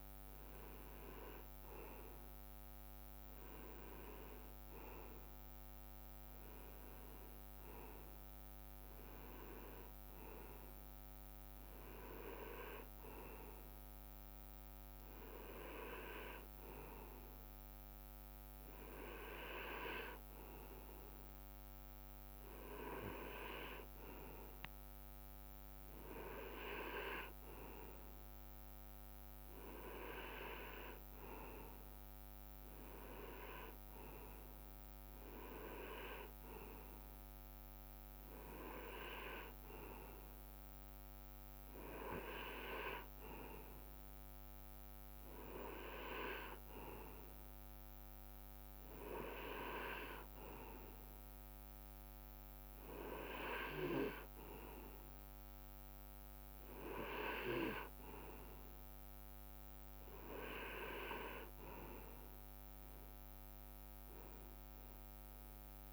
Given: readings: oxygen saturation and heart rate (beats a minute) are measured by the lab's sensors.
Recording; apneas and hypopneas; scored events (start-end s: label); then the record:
breathing in sleep by a microphone on the trachea; none
none scored
From the record:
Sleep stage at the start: REM sleep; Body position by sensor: on the right side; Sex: male